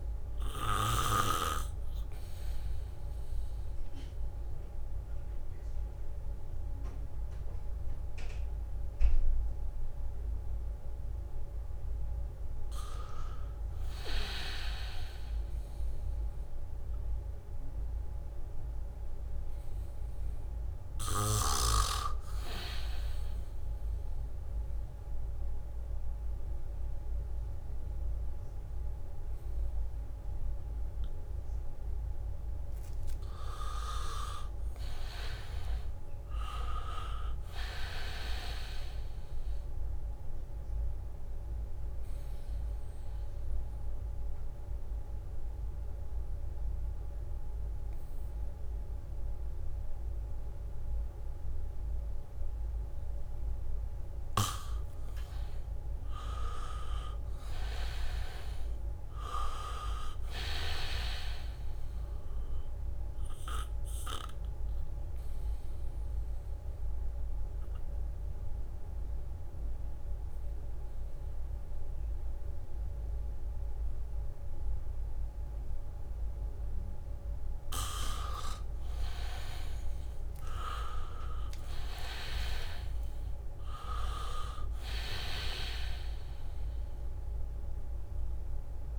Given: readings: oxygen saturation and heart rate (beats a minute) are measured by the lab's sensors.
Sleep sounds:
breathing in sleep by a room microphone; 4
0.00-1.50 s: snoring (device-marked)
0.00-3.50 s: leg movement (device-marked)
0.00-16.00 s: oxygen desaturation (device-marked, oxygen 81% lowest, heart rate 75 extreme)
2.00-12.50 s: obstructive apnea (oxygen 99% before, 81% lowest, heart rate 75 before, 75 extreme, up 6 after)
14.00-16.50 s: arousal
18.00-30.00 s: oxygen desaturation (device-marked, oxygen 99% before, 92% lowest, heart rate 77 before, 73 extreme)
19.50-32.50 s: obstructive apnea (oxygen 99% before, 88% lowest, heart rate 77 before, 73 extreme, up 0 after)
34.00-37.00 s: arousal
41.00-55.00 s: oxygen desaturation (device-marked, oxygen 96% before, 88% lowest, heart rate 78 before, 73 extreme)
42.00-55.00 s: mixed apnea (oxygen 99% before, 88% lowest, heart rate 78 before, 73 extreme, up 6 after)
57.50-60.50 s: arousal
61.00-78.00 s: oxygen desaturation (device-marked, oxygen 98% before, 89% lowest, heart rate 75 before, 74 extreme)
67.00-78.00 s: obstructive apnea (oxygen 98% before, 83% lowest, heart rate 76 before, 74 extreme, up 4 after)
79.50-83.00 s: arousal
82.00-87.00 s: leg movement (device-marked)
87.00-88.99 s: oxygen desaturation (device-marked, oxygen 98% before, 89% lowest, heart rate 76 before, 72 extreme)
From the record:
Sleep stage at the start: N2 (light sleep); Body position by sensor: on the back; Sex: male

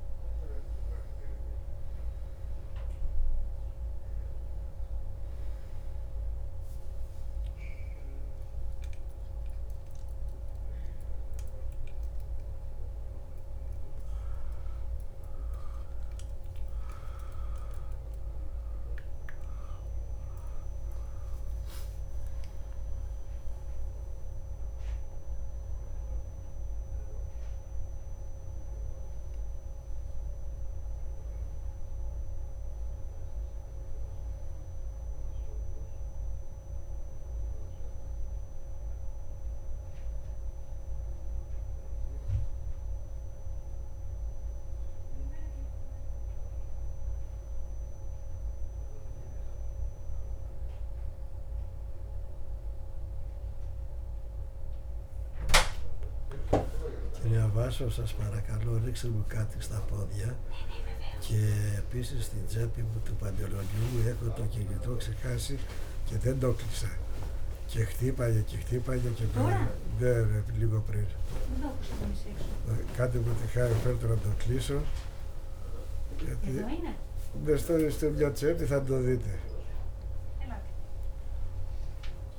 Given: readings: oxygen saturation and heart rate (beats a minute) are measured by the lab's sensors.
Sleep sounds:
a person partly awake in a sleep study, by a room microphone; none
0.00-17.50 s: oxygen desaturation (device-marked, oxygen 91% lowest)
11.50-41.50 s: new sleep stage, N1 (lightest sleep)
41.50-82.39 s: new sleep stage, awake
68.00-78.50 s: snoring (device-marked)
From the record:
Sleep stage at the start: N2 (light sleep); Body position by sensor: on the back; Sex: male

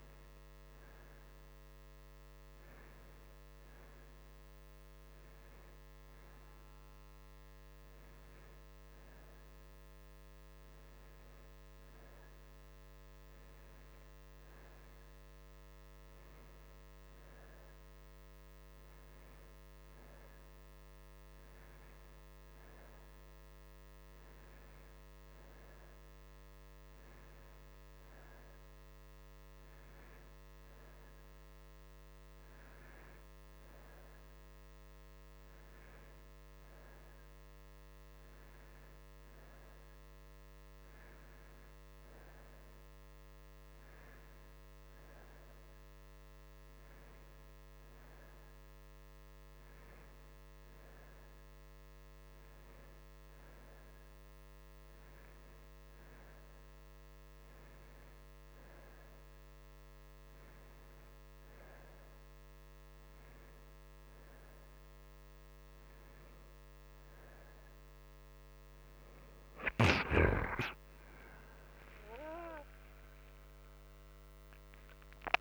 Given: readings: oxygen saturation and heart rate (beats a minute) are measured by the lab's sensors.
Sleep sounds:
breathing in sleep, hard to hear, by a microphone on the trachea; none
71.50-75.41 s: arousal
From the record:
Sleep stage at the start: N2 (light sleep); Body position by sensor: on the right side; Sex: male

